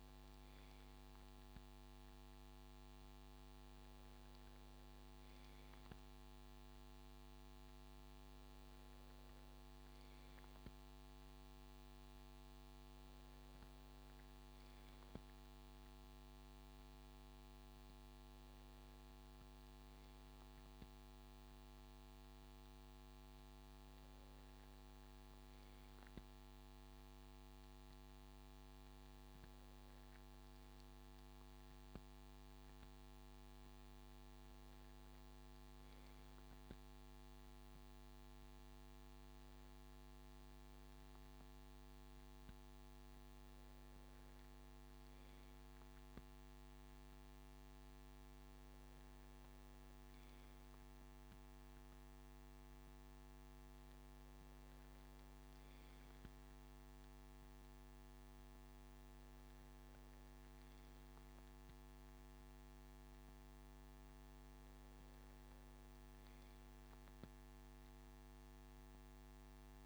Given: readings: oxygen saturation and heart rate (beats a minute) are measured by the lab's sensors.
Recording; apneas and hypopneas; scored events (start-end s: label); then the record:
breathing in sleep, hard to hear, by a microphone on the trachea; none
none scored
From the record:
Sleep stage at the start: N2 (light sleep); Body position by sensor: on the left side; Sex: male